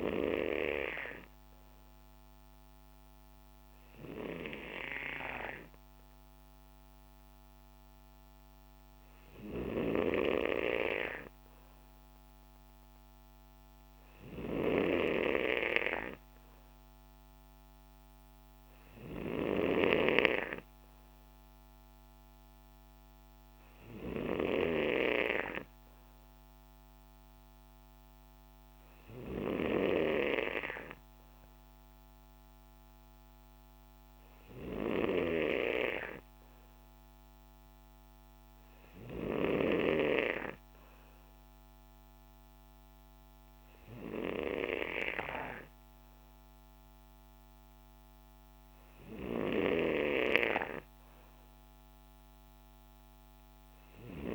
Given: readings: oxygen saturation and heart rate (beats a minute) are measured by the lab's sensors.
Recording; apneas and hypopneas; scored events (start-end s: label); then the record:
breathing in sleep by a microphone on the trachea; none
none scored
From the record:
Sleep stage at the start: N3 (deep sleep); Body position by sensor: on the right side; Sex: male